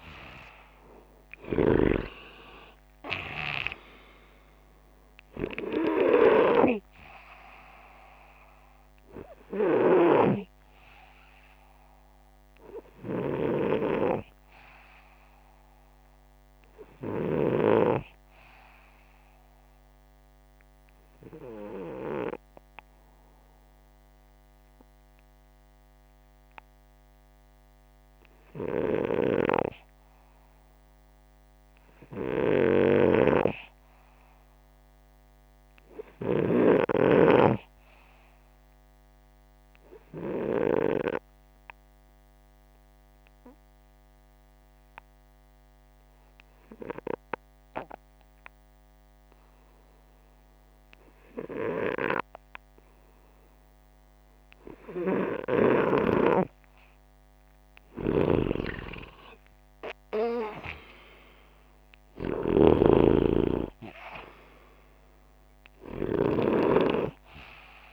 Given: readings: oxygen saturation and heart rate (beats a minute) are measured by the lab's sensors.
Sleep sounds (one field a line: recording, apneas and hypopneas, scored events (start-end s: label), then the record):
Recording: breathing in sleep by a microphone on the trachea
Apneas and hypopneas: 2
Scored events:
0.00-31.00 s: oxygen desaturation (device-marked, oxygen 95% before, 88% lowest, heart rate 63 before, 61 extreme)
17.00-28.00 s: obstructive apnea (oxygen 96% before, 88% lowest, heart rate 67 before, 61 extreme, up 4 after)
32.50-36.50 s: arousal
40.50-54.50 s: obstructive apnea (oxygen 97% before, 89% lowest, heart rate 66 before, 61 extreme, up 10 after)
46.00-67.92 s: oxygen desaturation (device-marked, oxygen 96% before, 90% lowest, heart rate 64 before, 63 extreme)
57.00-61.00 s: arousal
57.50-62.50 s: snoring (device-marked)
From the record:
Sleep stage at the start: N2 (light sleep)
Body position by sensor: upright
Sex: male